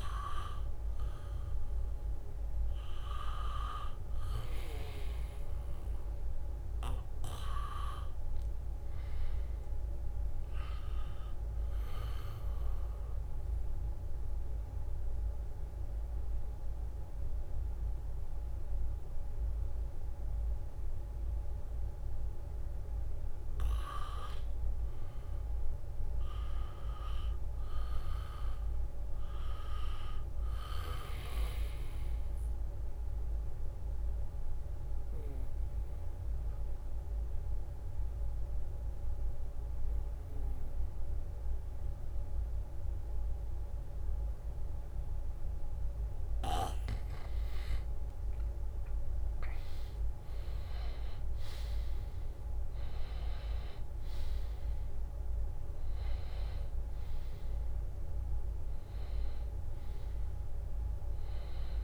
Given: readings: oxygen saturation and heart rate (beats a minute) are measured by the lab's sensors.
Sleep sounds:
breathing in sleep by a room microphone; 2
0.00-1.50 s: arousal
0.00-17.00 s: oxygen desaturation (device-marked, oxygen 91% lowest, heart rate 76 extreme)
1.00-5.50 s: leg movement (device-marked)
14.00-25.00 s: mixed apnea (oxygen 96% before, 85% lowest, heart rate 78 before, 76 extreme, up 0 after)
26.00-29.50 s: arousal
29.00-43.00 s: oxygen desaturation (device-marked, oxygen 94% before, 86% lowest, heart rate 78 before, 77 extreme)
33.00-47.00 s: mixed apnea (oxygen 94% before, 85% lowest, heart rate 78 before, 77 extreme, up 0 after)
48.00-52.50 s: arousal
52.00-61.84 s: oxygen desaturation (device-marked, oxygen 97% before, 85% lowest, heart rate 79 before, 76 extreme)
From the record:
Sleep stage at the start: N2 (light sleep); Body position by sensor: on the back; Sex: male

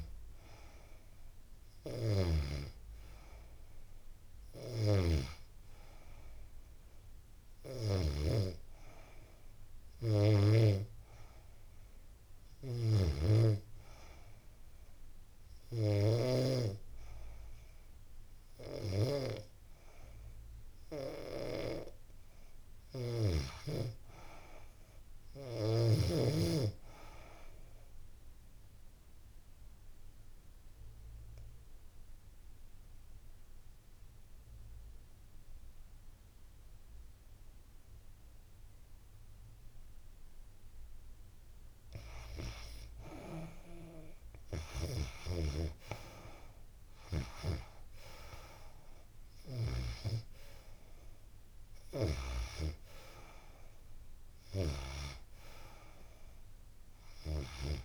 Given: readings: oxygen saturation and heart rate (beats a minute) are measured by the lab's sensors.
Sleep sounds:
breathing in sleep by a room microphone; 1
19.50-33.50 s: oxygen desaturation (device-marked, oxygen 96% before, 91% lowest, heart rate 84 before, 73 extreme)
27.00-40.50 s: obstructive apnea (oxygen 98% before, 86% lowest, heart rate 84 before, 73 extreme, up 7 after)
45.50-49.00 s: arousal
50.50-57.85 s: oxygen desaturation (device-marked, oxygen 93% before, 86% lowest, heart rate 78 before, 85 extreme)
From the record:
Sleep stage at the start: N2 (light sleep); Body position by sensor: on the back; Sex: female

